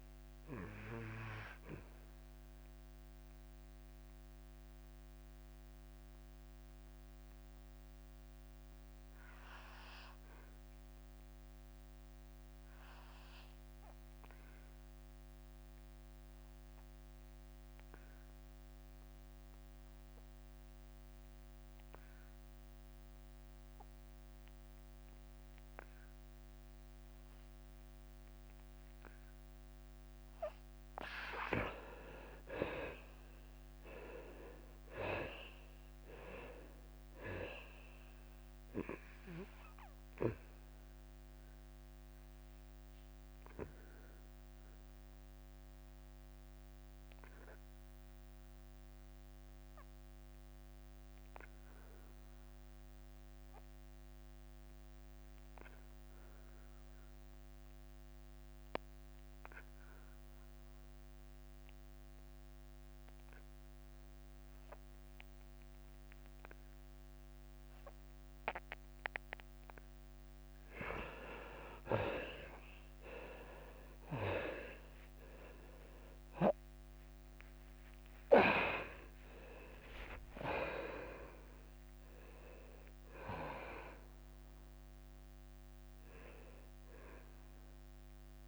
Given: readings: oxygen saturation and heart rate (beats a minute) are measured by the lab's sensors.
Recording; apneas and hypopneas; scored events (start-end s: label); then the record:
breathing in sleep by a microphone on the trachea; 2
0.00-5.50 s: oxygen desaturation (device-marked, oxygen 89% lowest, heart rate 86 extreme)
0.00-12.50 s: drop in pulse transit time (device-marked, heart rate 86 extreme)
3.50-31.50 s: mixed apnea (oxygen 97% before, 77% lowest, heart rate 90 before, 87 extreme, up 4 after)
28.50-58.50 s: oxygen desaturation (device-marked, oxygen 98% before, 77% lowest, heart rate 91 before, 86 extreme)
32.50-45.50 s: drop in pulse transit time (device-marked, heart rate 91 before, 90 extreme)
33.50-37.00 s: arousal
44.00-71.50 s: obstructive apnea (oxygen 98% before, 75% lowest, heart rate 92 before, 86 extreme, up 10 after)
72.50-88.48 s: drop in pulse transit time (device-marked, heart rate 90 before, 92 extreme)
79.00-84.00 s: arousal
From the record:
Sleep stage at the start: N2 (light sleep); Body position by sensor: on the back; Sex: male